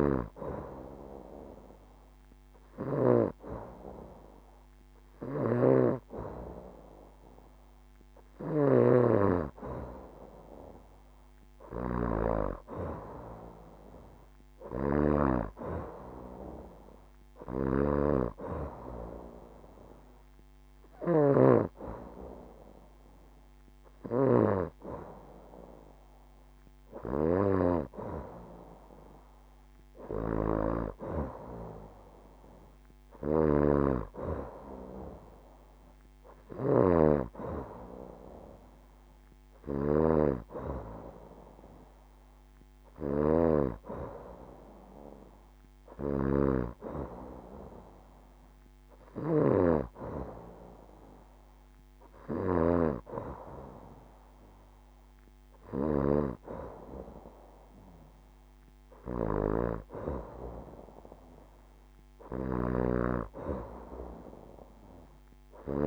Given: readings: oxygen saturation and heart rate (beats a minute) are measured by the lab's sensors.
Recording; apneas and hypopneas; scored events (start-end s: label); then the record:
breathing in sleep by a microphone on the trachea; none
none scored
From the record:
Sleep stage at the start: N2 (light sleep); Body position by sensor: on the back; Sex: female